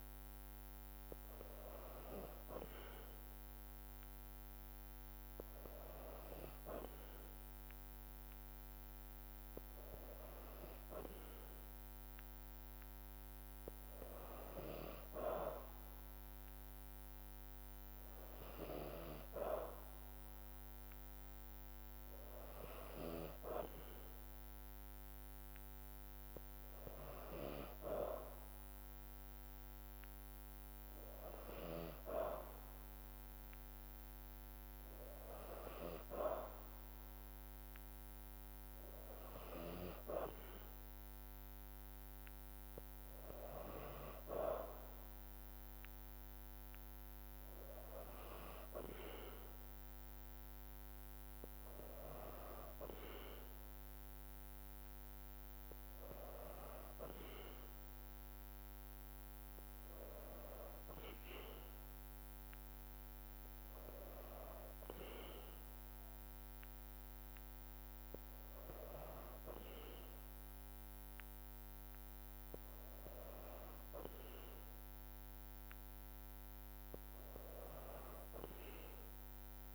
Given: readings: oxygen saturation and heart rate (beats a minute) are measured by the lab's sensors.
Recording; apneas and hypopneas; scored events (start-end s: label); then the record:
breathing in sleep by a microphone on the trachea; none
27.00-39.00 s: drop in pulse transit time (device-marked, heart rate 54 before, 53 extreme)
From the record:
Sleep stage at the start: N2 (light sleep); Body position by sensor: on the back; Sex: female